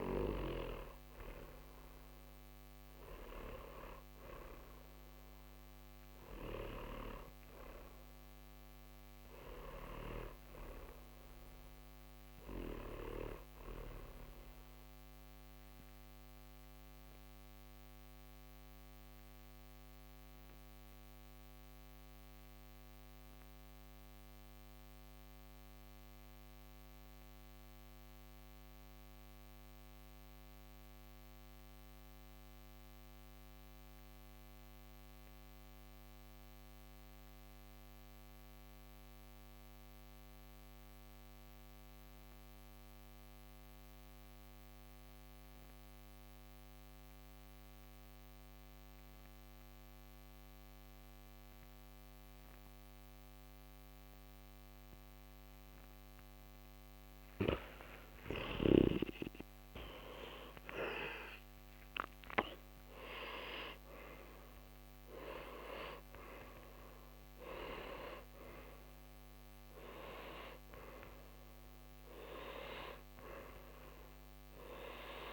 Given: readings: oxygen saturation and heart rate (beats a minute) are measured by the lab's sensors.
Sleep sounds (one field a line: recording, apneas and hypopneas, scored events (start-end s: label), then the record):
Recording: breathing in sleep by a microphone on the trachea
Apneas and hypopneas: 1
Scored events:
15.50-56.00 s: obstructive apnea (oxygen 98% before, 89% lowest, heart rate 63 before, 47 extreme, up 18 after)
18.00-75.33 s: new sleep stage, N2 (light sleep)
58.00-62.50 s: arousal
58.00-75.33 s: oxygen desaturation (device-marked, oxygen 97% before, 89% lowest, heart rate 57 before, 45 extreme)
From the record:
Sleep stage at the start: N1 (lightest sleep)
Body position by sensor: on the back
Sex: male